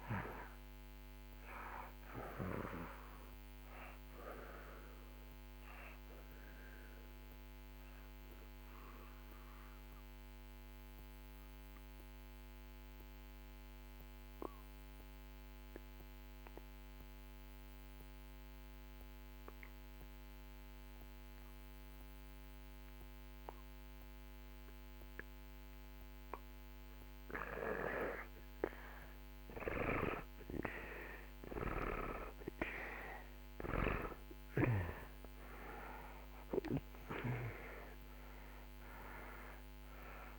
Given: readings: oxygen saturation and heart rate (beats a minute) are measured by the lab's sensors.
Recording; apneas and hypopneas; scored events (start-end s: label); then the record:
breathing in sleep by a microphone on the trachea; 1
0.00-19.00 s: oxygen desaturation (device-marked, oxygen 78% lowest)
8.00-26.00 s: obstructive apnea (oxygen 95% before, 77% lowest)
32.50-36.50 s: arousal
35.00-40.39 s: oxygen desaturation (device-marked, oxygen 97% before, 77% lowest)
From the record:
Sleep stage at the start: N2 (light sleep); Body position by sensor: on the back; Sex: male